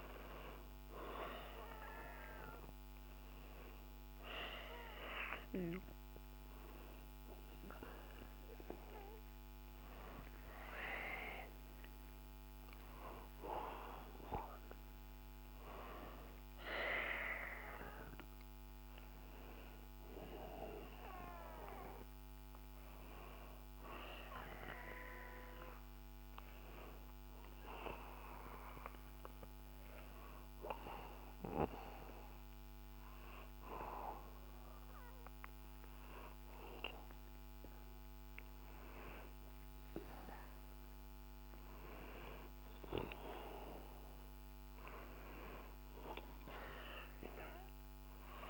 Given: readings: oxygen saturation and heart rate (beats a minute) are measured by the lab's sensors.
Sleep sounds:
breathing in sleep by a microphone on the trachea; 1
0.00-1.00 s: arousal
17.50-22.50 s: arousal
27.00-39.00 s: hypopnea (oxygen 95% before, 92% lowest, heart rate 65 before, 62 extreme, up 0 after)
35.50-48.50 s: new sleep stage, N1 (lightest sleep)
41.50-46.00 s: arousal
From the record:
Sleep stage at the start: N2 (light sleep); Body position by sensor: on the back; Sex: male

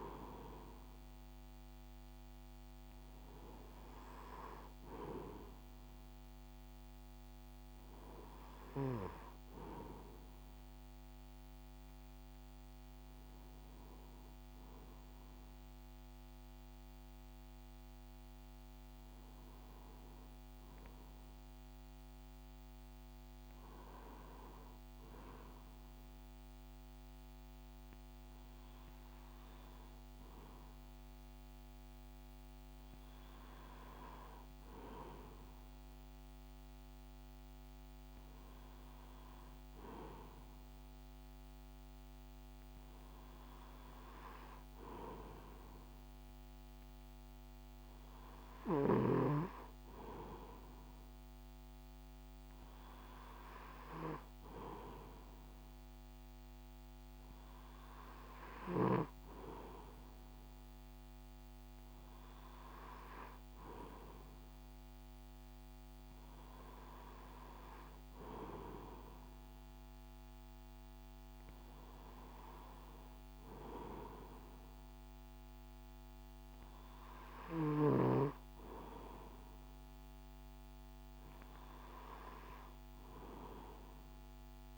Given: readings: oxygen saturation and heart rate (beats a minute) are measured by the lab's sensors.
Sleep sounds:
breathing in sleep by a microphone on the trachea; none
0.00-1.00 s: oxygen desaturation (device-marked, oxygen 92% lowest, heart rate 61 extreme)
From the record:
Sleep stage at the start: N2 (light sleep); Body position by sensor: on the right side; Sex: male

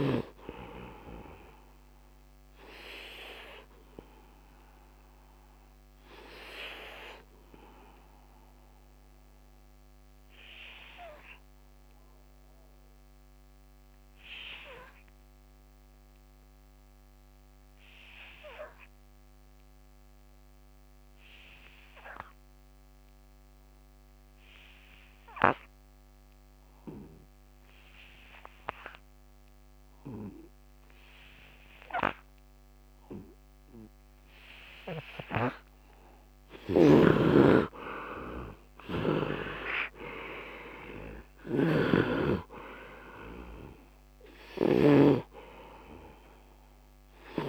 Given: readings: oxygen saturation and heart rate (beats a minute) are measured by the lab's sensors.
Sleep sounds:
breathing in sleep by a microphone on the trachea; 1
0.00-12.50 s: oxygen desaturation (device-marked, oxygen 69% lowest, heart rate 71 extreme)
4.50-35.50 s: obstructive apnea (oxygen 100% before, 69% lowest, heart rate 80 before, 71 extreme, up 21 after)
26.50-47.49 s: oxygen desaturation (device-marked, oxygen 99% before, 71% lowest, heart rate 73 before, 72 extreme)
37.50-41.00 s: arousal
41.00-47.49 s: snoring (device-marked)
From the record:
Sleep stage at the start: N2 (light sleep); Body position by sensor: on the right side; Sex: male

